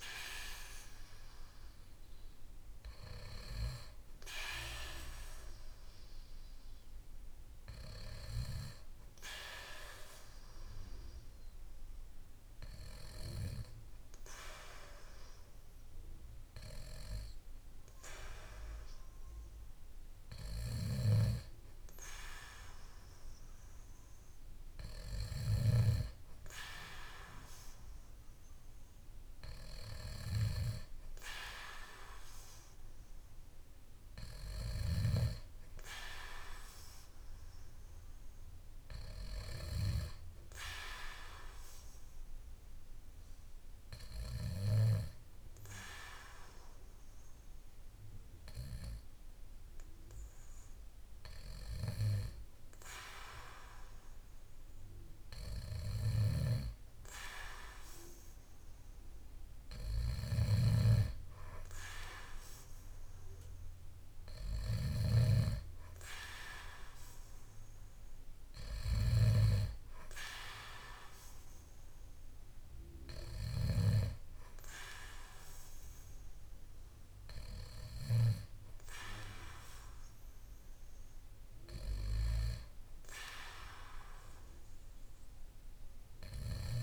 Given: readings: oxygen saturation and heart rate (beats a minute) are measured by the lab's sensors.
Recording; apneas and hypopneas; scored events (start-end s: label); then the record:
breathing in sleep by a room microphone; none
55.50-78.00 s: snoring (device-marked)
From the record:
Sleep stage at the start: N2 (light sleep); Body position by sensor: on the back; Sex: male